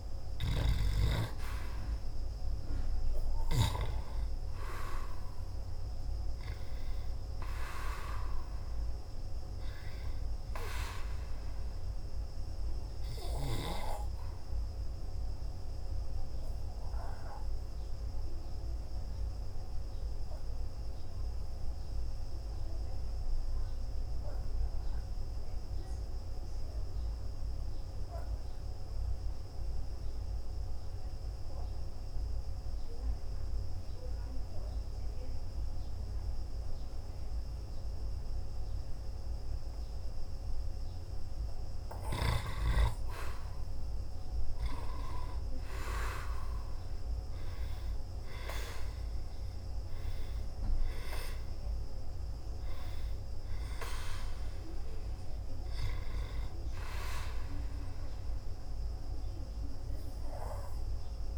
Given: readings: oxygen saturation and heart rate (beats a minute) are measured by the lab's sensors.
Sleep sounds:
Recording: breathing in sleep by a room microphone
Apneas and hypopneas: 1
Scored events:
0.50-5.00 s: arousal
4.50-36.50 s: oxygen desaturation (device-marked, oxygen 98% before, 90% lowest, heart rate 51 before, 48 extreme)
17.00-36.50 s: obstructive apnea (oxygen 98% before, 89% lowest, heart rate 54 before, 48 extreme)
43.50-48.00 s: arousal
From the record:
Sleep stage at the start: N2 (light sleep)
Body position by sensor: on the back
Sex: male

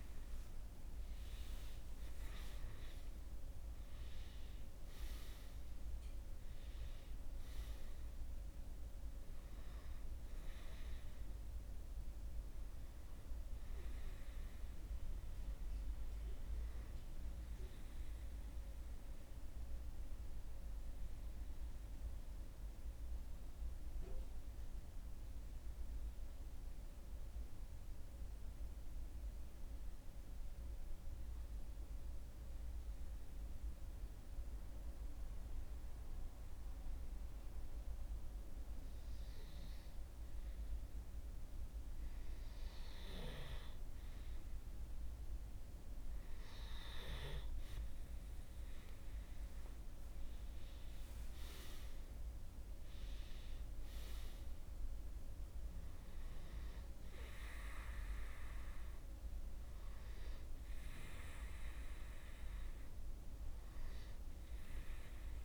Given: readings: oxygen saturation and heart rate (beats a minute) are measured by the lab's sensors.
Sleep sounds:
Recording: breathing in sleep, hard to hear, by a room microphone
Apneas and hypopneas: 1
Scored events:
0.00-9.50 s: oxygen desaturation (device-marked, oxygen 93% lowest, heart rate 49 extreme)
1.00-5.50 s: arousal
18.50-43.00 s: hypopnea (oxygen 96% before, 93% lowest, heart rate 53 before, 50 extreme, up 2 after)
45.00-50.50 s: arousal
45.50-65.45 s: oxygen desaturation (device-marked, oxygen 98% before, 93% lowest, heart rate 51 before, 49 extreme)
From the record:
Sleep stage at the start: N2 (light sleep)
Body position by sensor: on the back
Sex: male

